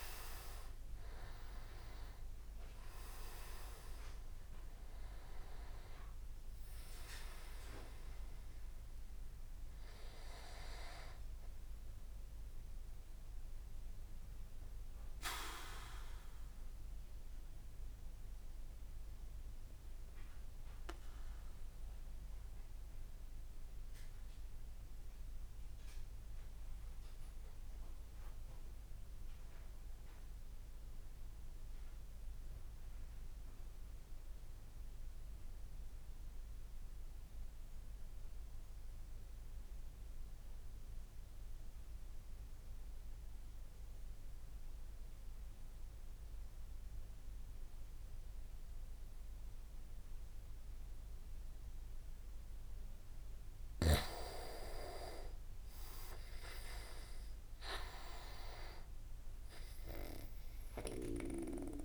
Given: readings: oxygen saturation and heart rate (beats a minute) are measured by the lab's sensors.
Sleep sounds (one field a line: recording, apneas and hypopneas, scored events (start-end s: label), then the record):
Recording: breathing in sleep by a room microphone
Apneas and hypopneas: 1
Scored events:
0.00-1.00 s: leg movement (device-marked)
0.00-12.50 s: oxygen desaturation (device-marked, oxygen 92% lowest)
14.50-52.50 s: mixed apnea (oxygen 97% before, 94% lowest)
53.50-61.85 s: oxygen desaturation (device-marked, oxygen 98% before, 95% lowest)
55.50-59.50 s: arousal
From the record:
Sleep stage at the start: N2 (light sleep)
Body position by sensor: on the back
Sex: male